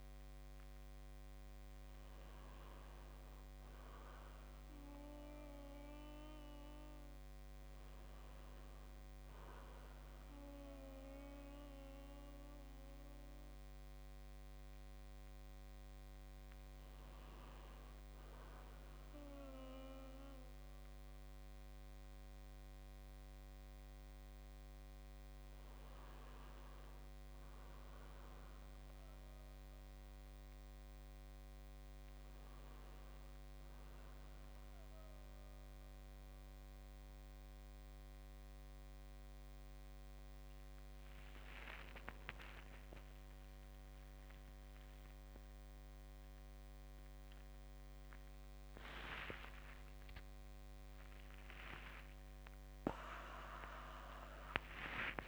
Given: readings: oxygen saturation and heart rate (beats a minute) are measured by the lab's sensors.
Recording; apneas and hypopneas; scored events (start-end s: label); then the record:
breathing in sleep by a microphone on the trachea; none
42.50-49.50 s: arousal
43.50-45.50 s: long interval between heartbeats (device-marked, heart rate 69 before, 79 extreme)
50.00-52.00 s: long interval between heartbeats (device-marked, heart rate 73 before, 79 extreme)
From the record:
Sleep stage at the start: N1 (lightest sleep); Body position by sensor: on the back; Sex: male